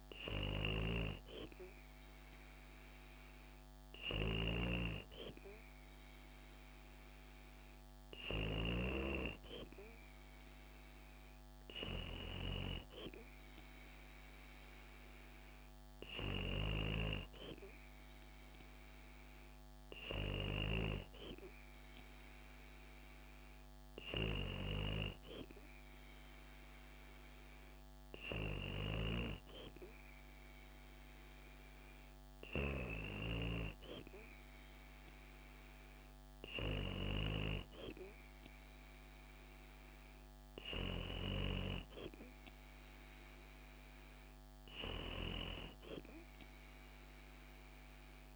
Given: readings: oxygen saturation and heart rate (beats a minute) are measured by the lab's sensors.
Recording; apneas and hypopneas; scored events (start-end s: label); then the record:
breathing in sleep by a microphone on the trachea; none
none scored
From the record:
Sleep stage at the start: N3 (deep sleep); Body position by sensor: on the back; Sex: female